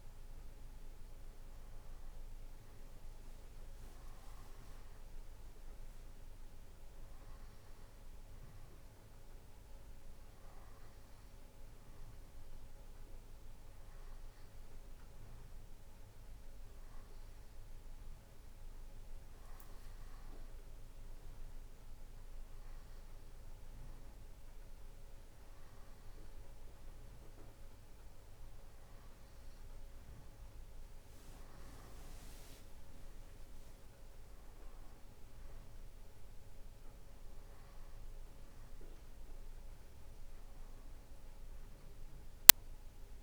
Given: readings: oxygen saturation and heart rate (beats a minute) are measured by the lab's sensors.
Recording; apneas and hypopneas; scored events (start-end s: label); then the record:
breathing in sleep, hard to hear, by a room microphone; none
none scored
From the record:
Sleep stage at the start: N2 (light sleep); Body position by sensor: on the right side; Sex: male